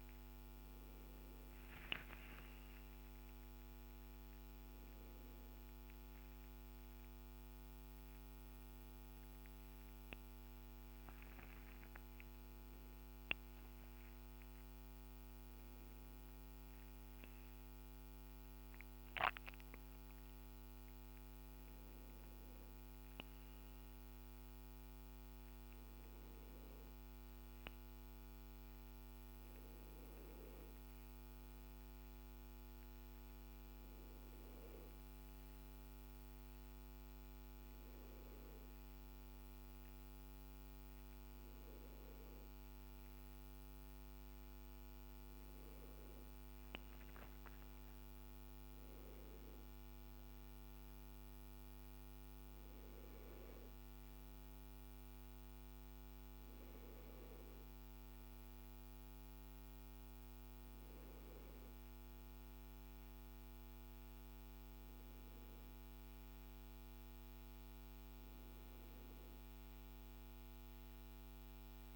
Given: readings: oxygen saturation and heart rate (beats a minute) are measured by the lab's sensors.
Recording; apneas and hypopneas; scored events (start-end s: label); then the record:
a person partly awake in a sleep study, hard to hear, by a microphone on the trachea; none
0.00-4.50 s: oxygen desaturation (device-marked, oxygen 92% lowest, heart rate 56 extreme)
1.50-3.50 s: long interval between heartbeats (device-marked, heart rate 70 before, 67 extreme)
11.00-13.00 s: long interval between heartbeats (device-marked, heart rate 70 before, 65 extreme)
25.50-71.96 s: new sleep stage, N1 (lightest sleep)
From the record:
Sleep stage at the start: awake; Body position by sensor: on the left side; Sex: male